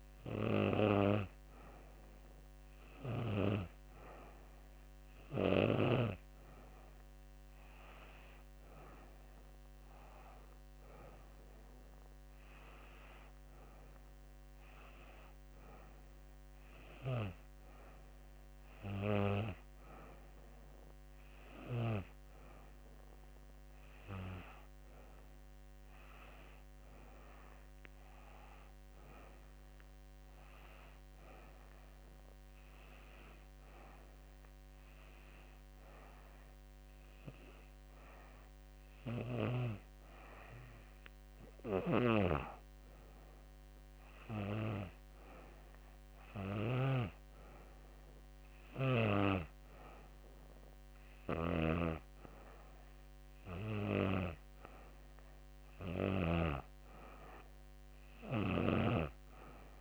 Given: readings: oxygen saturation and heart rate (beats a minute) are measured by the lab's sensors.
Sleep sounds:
breathing in sleep by a microphone on the trachea; none
none scored
From the record:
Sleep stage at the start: N2 (light sleep); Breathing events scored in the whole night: 111 in 5.1 hours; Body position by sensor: on the back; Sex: female

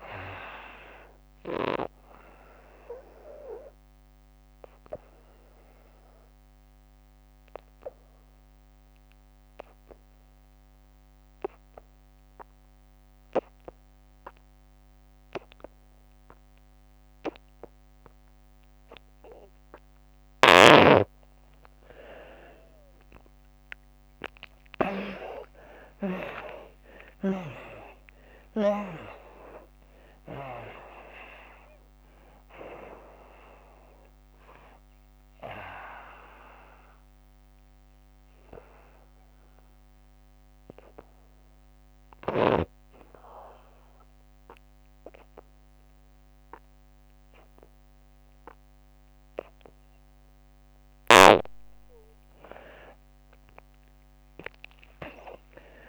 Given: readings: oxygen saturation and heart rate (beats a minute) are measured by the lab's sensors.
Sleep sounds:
breathing in sleep by a microphone on the trachea; 2
0.00-15.00 s: oxygen desaturation (device-marked, oxygen 79% lowest, heart rate 73 extreme)
2.00-19.00 s: obstructive apnea (oxygen 97% before, 78% lowest, heart rate 79 before, 73 extreme, up 52 after)
20.00-26.00 s: snoring (device-marked)
20.00-49.00 s: oxygen desaturation (device-marked, oxygen 97% before, 78% lowest, heart rate 82 before, 70 extreme)
23.00-28.50 s: arousal
37.00-51.00 s: obstructive apnea (oxygen 97% before, 78% lowest, heart rate 104 before, 70 extreme)
54.50-55.88 s: arousal
From the record:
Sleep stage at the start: N2 (light sleep); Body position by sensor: on the back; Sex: female

